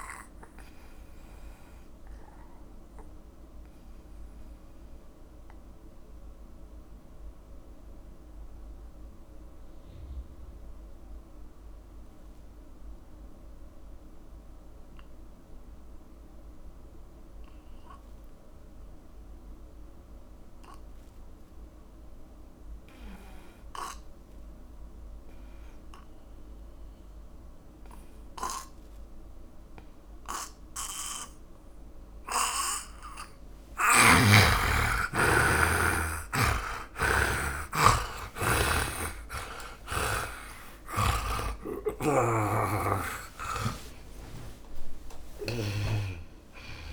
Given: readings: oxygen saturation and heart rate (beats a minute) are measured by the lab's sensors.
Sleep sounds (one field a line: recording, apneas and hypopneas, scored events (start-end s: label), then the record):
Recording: breathing in sleep by a room microphone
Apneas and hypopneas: 1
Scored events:
0.00-22.50 s: oxygen desaturation (device-marked, oxygen 76% lowest)
1.00-33.50 s: obstructive apnea (oxygen 100% before, 76% lowest)
27.50-46.93 s: oxygen desaturation (device-marked, oxygen 100% before, 82% lowest)
37.50-42.50 s: tachycardia (device-marked)
38.50-45.00 s: arousal
41.50-46.00 s: snoring (device-marked)
From the record:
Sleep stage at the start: N2 (light sleep)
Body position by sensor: on the back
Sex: male